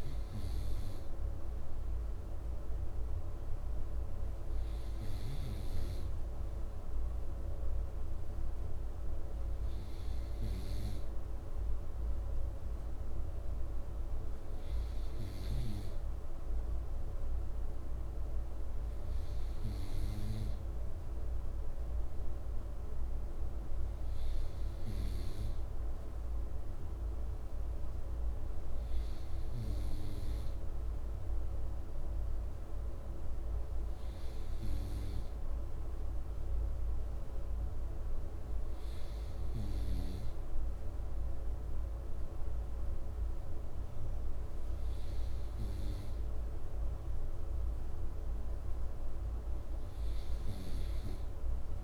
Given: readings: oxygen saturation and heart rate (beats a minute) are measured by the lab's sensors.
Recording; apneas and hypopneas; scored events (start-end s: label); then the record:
breathing in sleep, hard to hear, by a room microphone; none
none scored
From the record:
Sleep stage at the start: N2 (light sleep); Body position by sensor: on the right side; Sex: male